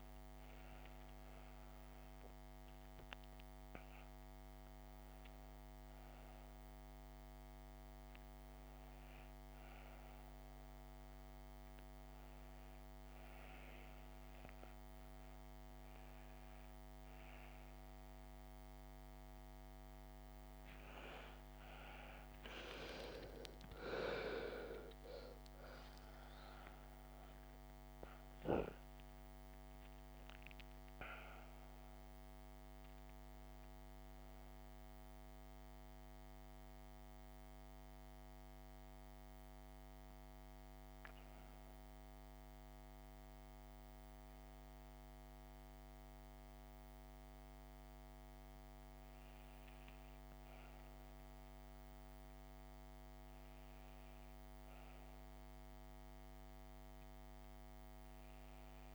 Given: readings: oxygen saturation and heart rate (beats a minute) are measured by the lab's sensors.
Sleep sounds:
a person awake in a sleep study, by a microphone on the trachea; 1
32.50-58.95 s: new sleep stage, N1 (lightest sleep)
35.50-49.00 s: central apnea (oxygen 95% before, 94% lowest, heart rate 65 before, 55 extreme, up 6 after)
52.50-56.50 s: arousal
From the record:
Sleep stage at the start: awake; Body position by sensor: on the back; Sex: female

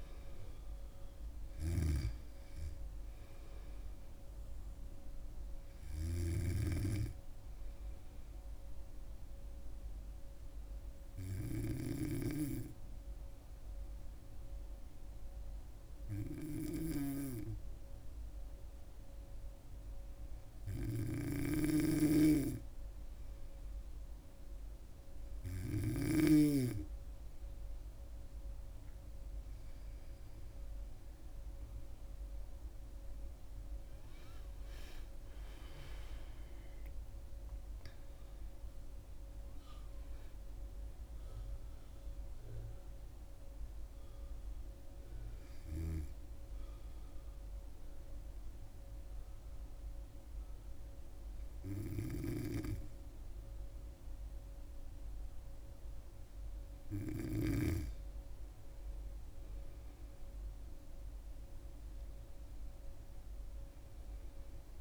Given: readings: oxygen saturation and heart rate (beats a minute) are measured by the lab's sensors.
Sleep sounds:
breathing in sleep by a room microphone; 1
8.00-23.00 s: hypopnea (oxygen 97% before, 94% lowest, heart rate 68 before, 64 extreme, up 5 after)
21.50-26.00 s: snoring (device-marked)
34.50-39.00 s: arousal
63.00-64.81 s: arousal
From the record:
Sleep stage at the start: N2 (light sleep); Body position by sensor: on the back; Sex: female

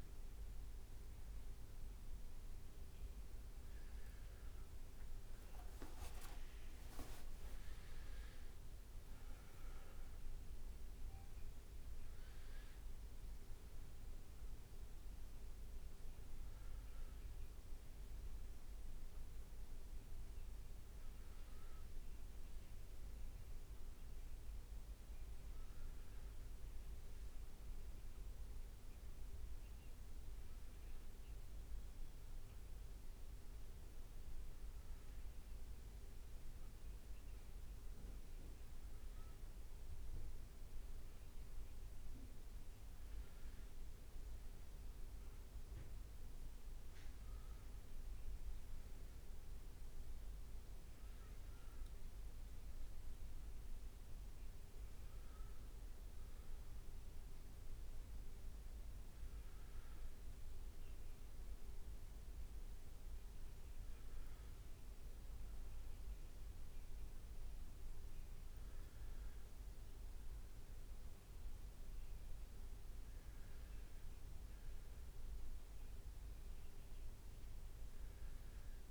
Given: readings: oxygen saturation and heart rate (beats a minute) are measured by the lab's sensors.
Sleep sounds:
breathing in sleep, hard to hear, by a room microphone; none
none scored
From the record:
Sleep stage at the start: N1 (lightest sleep); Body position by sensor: on the back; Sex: male

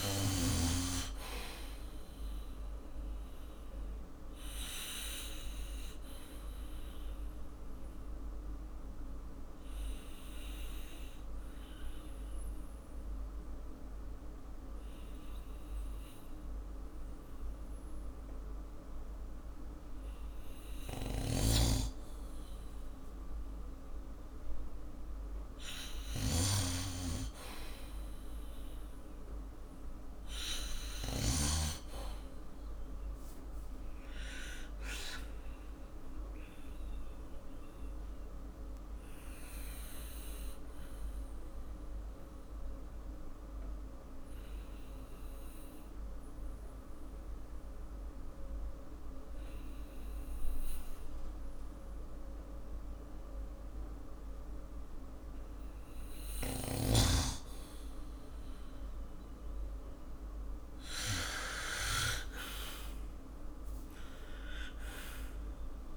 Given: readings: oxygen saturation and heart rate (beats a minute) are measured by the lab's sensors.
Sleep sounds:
breathing in sleep by a room microphone; 2
4.00-21.00 s: obstructive apnea (oxygen 95% before, 91% lowest, heart rate 58 before, 51 extreme, up 7 after)
18.50-27.50 s: oxygen desaturation (device-marked, oxygen 95% before, 91% lowest, heart rate 56 before, 51 extreme)
21.00-31.50 s: snoring (device-marked)
27.00-31.00 s: arousal
37.00-55.50 s: obstructive apnea (oxygen 97% before, 91% lowest, heart rate 57 before, 49 extreme, up 6 after)
50.50-60.50 s: oxygen desaturation (device-marked, oxygen 96% before, 92% lowest, heart rate 56 before, 49 extreme)
62.50-65.97 s: arousal
From the record:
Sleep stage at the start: N2 (light sleep); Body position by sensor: on the back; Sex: male

